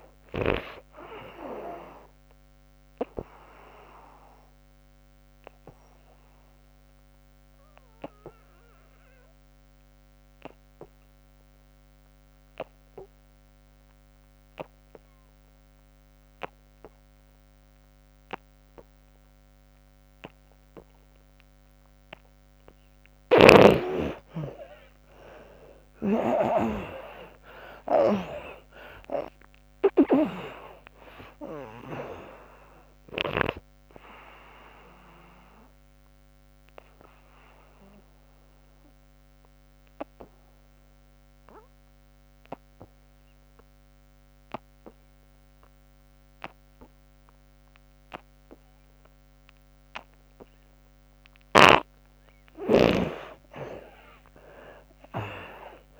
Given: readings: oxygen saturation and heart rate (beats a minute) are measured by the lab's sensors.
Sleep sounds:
breathing in sleep by a microphone on the trachea; 2
1.00-15.00 s: oxygen desaturation (device-marked, oxygen 97% before, 78% lowest, heart rate 72 before, 62 extreme)
4.00-21.50 s: obstructive apnea (oxygen 97% before, 75% lowest, heart rate 76 before, 62 extreme, up 38 after)
24.00-51.00 s: oxygen desaturation (device-marked, oxygen 97% before, 75% lowest, heart rate 67 before, 61 extreme)
25.50-30.00 s: arousal
35.00-51.00 s: obstructive apnea (oxygen 97% before, 75% lowest, heart rate 85 before, 61 extreme, up 42 after)
52.00-56.00 s: snoring (device-marked)
53.50-56.00 s: arousal
From the record:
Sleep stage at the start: N2 (light sleep); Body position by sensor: on the back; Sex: female

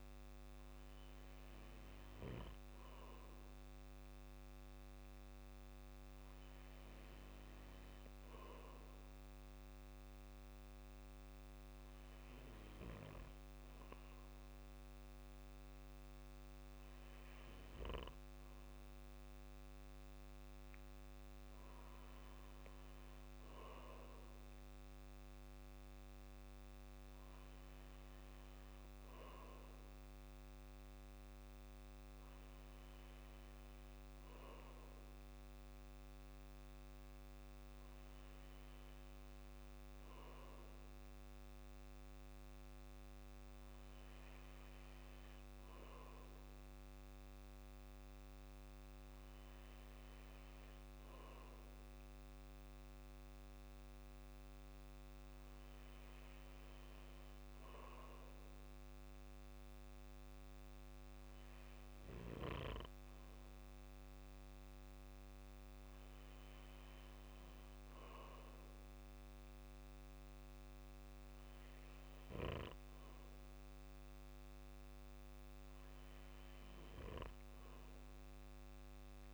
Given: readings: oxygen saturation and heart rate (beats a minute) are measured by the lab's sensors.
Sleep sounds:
breathing in sleep, hard to hear, by a microphone on the trachea; none
none scored
From the record:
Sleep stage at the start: N2 (light sleep); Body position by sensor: on the back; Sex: male

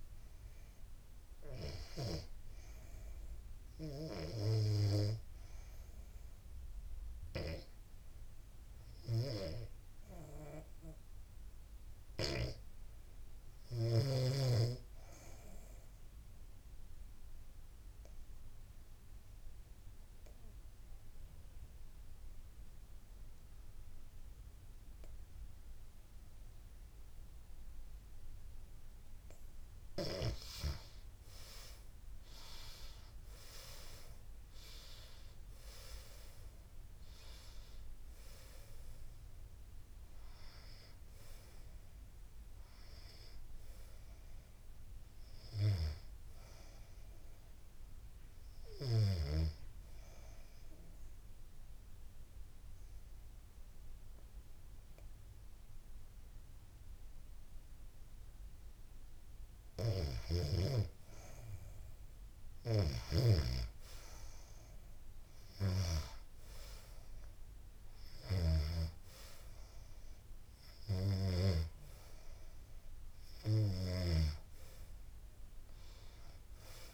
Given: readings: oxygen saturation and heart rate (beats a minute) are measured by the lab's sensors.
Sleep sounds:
breathing in sleep by a room microphone; 2
0.00-2.00 s: arousal
0.00-29.50 s: oxygen desaturation (device-marked, oxygen 89% lowest, heart rate 70 extreme)
14.00-27.50 s: obstructive apnea (oxygen 95% before, 83% lowest, heart rate 73 before, 70 extreme, up 9 after)
31.50-35.50 s: arousal
35.50-50.50 s: oxygen desaturation (device-marked, oxygen 91% before, 83% lowest, heart rate 73 before, 71 extreme)
48.50-59.50 s: obstructive apnea (oxygen 91% before, 85% lowest, heart rate 81 before, 71 extreme, up 3 after)
61.50-73.00 s: snoring (device-marked)
62.50-66.00 s: arousal
64.50-75.50 s: oxygen desaturation (device-marked, oxygen 97% before, 90% lowest, heart rate 77 before, 68 extreme)
From the record:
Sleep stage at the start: N2 (light sleep); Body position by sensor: on the back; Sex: female

